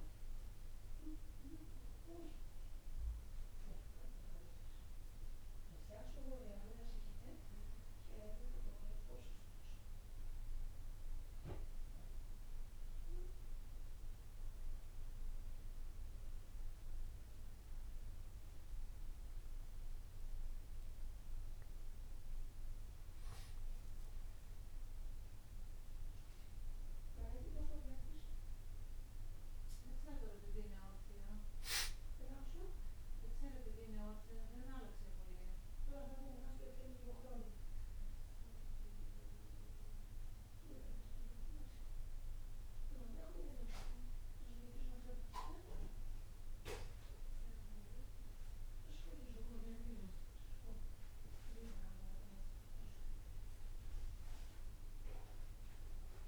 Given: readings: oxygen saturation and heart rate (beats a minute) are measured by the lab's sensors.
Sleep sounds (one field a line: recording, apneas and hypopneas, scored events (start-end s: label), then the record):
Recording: breathing in sleep by a room microphone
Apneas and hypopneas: none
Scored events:
18.50-22.50 s: arousal
From the record:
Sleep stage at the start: N2 (light sleep)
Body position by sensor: on the back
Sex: male